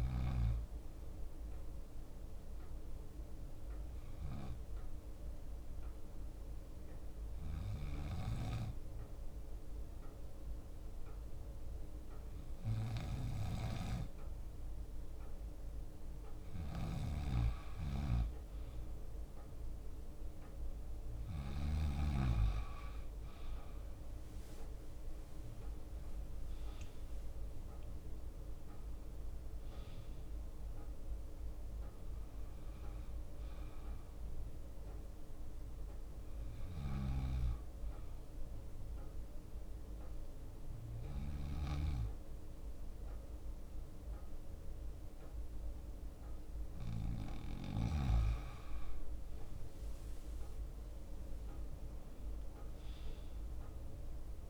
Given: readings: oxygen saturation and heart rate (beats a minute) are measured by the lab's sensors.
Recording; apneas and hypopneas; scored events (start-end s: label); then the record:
breathing in sleep by a room microphone; 2
0.00-2.00 s: leg movement (device-marked)
0.00-6.50 s: drop in pulse transit time (device-marked, heart rate 58 extreme)
0.00-7.50 s: oxygen desaturation (device-marked, oxygen 95% lowest, heart rate 57 extreme)
0.00-23.50 s: bradycardia (device-marked, heart rate 57 extreme)
2.50-15.50 s: hypopnea (oxygen 100% before, 95% lowest, heart rate 59 before, 57 extreme, up 1 after)
7.50-10.50 s: leg movement (device-marked)
17.50-22.00 s: arousal
24.00-31.00 s: leg movement (device-marked)
31.00-35.00 s: arousal
32.50-47.50 s: bradycardia (device-marked, heart rate 64 before, 56 extreme)
38.00-49.00 s: hypopnea (oxygen 98% before, 95% lowest, heart rate 60 before, 57 extreme, up 8 after)
42.50-54.50 s: drop in pulse transit time (device-marked, heart rate 60 before, 57 extreme)
44.50-47.50 s: leg movement (device-marked)
51.00-54.50 s: arousal
From the record:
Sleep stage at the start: N2 (light sleep); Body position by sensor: on the left side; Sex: male